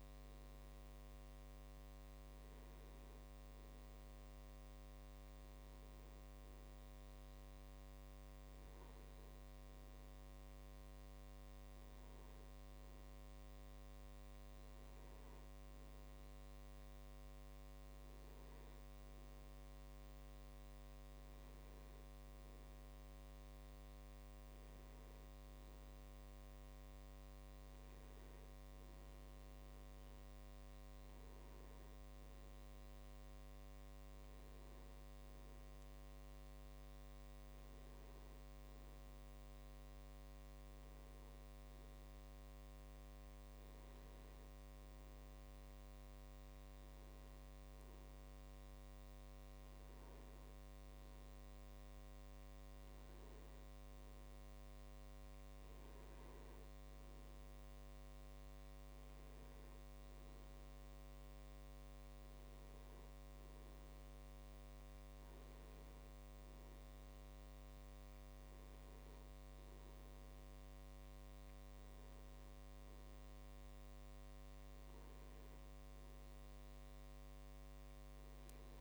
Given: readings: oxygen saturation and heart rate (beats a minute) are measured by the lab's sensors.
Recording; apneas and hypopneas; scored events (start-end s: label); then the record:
a person awake in a sleep study, hard to hear, by a microphone on the trachea; none
none scored
From the record:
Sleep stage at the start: awake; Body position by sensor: on the back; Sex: male